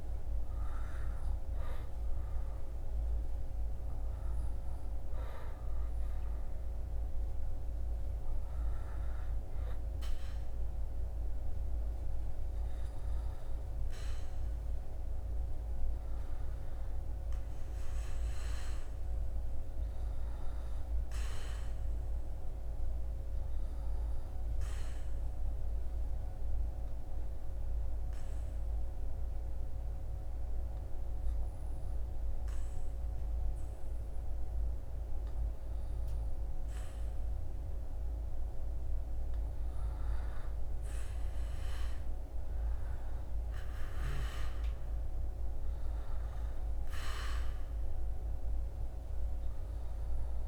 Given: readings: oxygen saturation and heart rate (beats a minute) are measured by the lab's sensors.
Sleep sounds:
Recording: breathing in sleep, hard to hear, by a room microphone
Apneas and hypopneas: 1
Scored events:
19.00-22.50 s: arousal
24.50-37.00 s: obstructive apnea (oxygen 99% before, 96% lowest, heart rate 72 before, 63 extreme, up 11 after)
41.50-45.50 s: arousal
From the record:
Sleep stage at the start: N2 (light sleep)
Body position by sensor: on the back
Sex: male

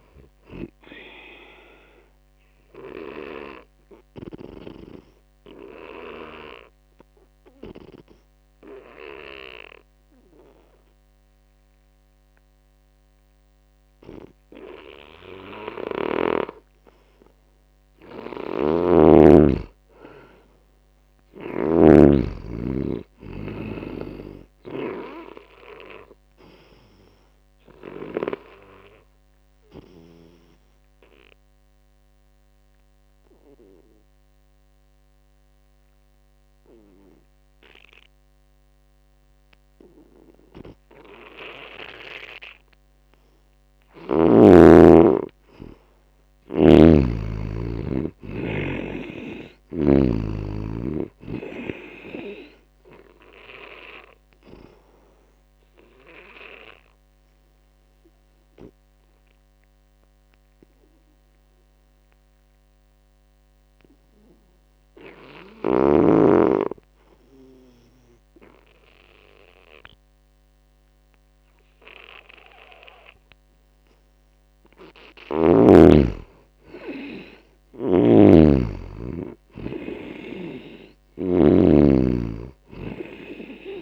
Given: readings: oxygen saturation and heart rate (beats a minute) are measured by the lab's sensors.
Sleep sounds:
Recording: breathing in sleep by a microphone on the trachea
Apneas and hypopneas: 3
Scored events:
2.50-4.50 s: long interval between heartbeats (device-marked)
2.50-17.50 s: obstructive apnea (oxygen 98% before, 83% lowest)
18.00-20.00 s: long interval between heartbeats (device-marked)
18.50-22.00 s: snoring (device-marked)
18.50-37.50 s: oxygen desaturation (device-marked, oxygen 98% before, 87% lowest)
19.50-22.50 s: arousal
26.50-43.00 s: obstructive apnea (oxygen 98% before, 83% lowest)
45.00-49.00 s: arousal
46.00-48.00 s: long interval between heartbeats (device-marked)
46.50-50.00 s: snoring (device-marked)
46.50-65.50 s: oxygen desaturation (device-marked, oxygen 95% before, 83% lowest)
54.50-73.50 s: obstructive apnea (oxygen 95% before, 83% lowest)
70.00-72.00 s: long interval between heartbeats (device-marked)
70.50-83.82 s: oxygen desaturation (device-marked, oxygen 97% before, 84% lowest)
75.50-79.00 s: arousal
77.50-83.82 s: snoring (device-marked)
78.50-80.50 s: long interval between heartbeats (device-marked)
From the record:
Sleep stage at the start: N2 (light sleep)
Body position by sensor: on the back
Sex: male

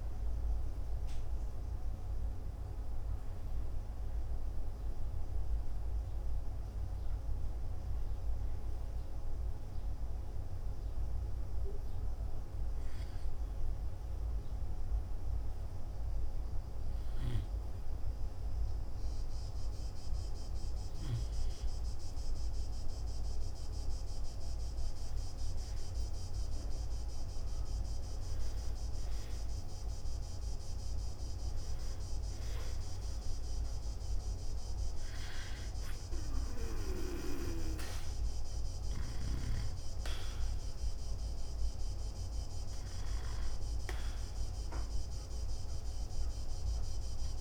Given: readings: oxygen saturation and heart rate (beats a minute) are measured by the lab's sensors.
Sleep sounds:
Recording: a person partly awake in a sleep study, by a room microphone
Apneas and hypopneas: 1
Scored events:
1.50-47.41 s: new sleep stage, N1 (lightest sleep)
11.00-24.00 s: hypopnea (oxygen 96% before, 93% lowest, heart rate 62 before, 53 extreme)
26.50-29.50 s: arousal
From the record:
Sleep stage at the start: awake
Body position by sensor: on the back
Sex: male

